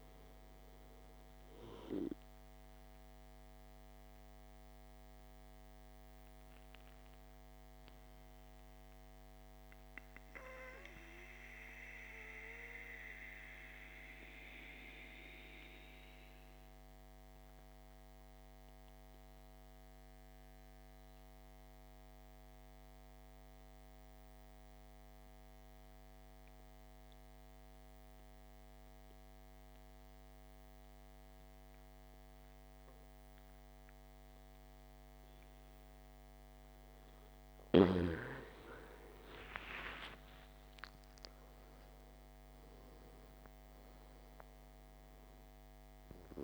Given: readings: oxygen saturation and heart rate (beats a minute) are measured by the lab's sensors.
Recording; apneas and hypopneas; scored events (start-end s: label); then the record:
breathing in sleep by a microphone on the trachea; 1
0.00-25.00 s: oxygen desaturation (device-marked, oxygen 89% lowest, heart rate 52 extreme)
3.00-37.50 s: mixed apnea (oxygen 99% before, 86% lowest, heart rate 58 before, 52 extreme, up 19 after)
37.00-46.44 s: oxygen desaturation (device-marked, oxygen 99% before, 86% lowest, heart rate 57 before, 52 extreme)
39.00-43.50 s: arousal
From the record:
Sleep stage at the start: N2 (light sleep); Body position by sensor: on the back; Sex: male